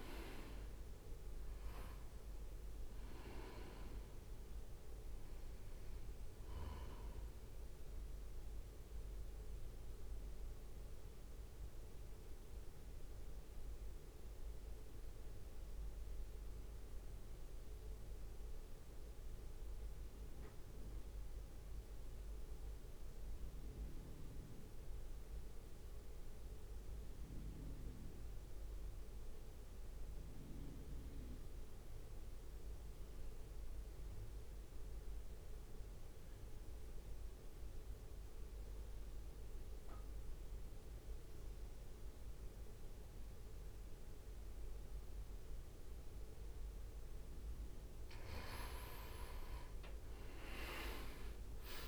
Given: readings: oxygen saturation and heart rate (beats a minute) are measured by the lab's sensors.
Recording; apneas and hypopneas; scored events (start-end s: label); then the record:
breathing in sleep by a room microphone; 1
0.00-3.50 s: arousal
0.00-13.00 s: drop in pulse transit time (device-marked, heart rate 65 before, 56 extreme)
0.00-22.00 s: oxygen desaturation (device-marked, oxygen 89% lowest, heart rate 56 extreme)
8.00-45.50 s: mixed apnea (oxygen 98% before, 84% lowest, heart rate 63 before, 56 extreme, up 1 after)
36.00-51.88 s: oxygen desaturation (device-marked, oxygen 98% before, 84% lowest, heart rate 60 before, 57 extreme)
49.50-51.88 s: arousal
From the record:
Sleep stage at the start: N2 (light sleep); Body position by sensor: on the right side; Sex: male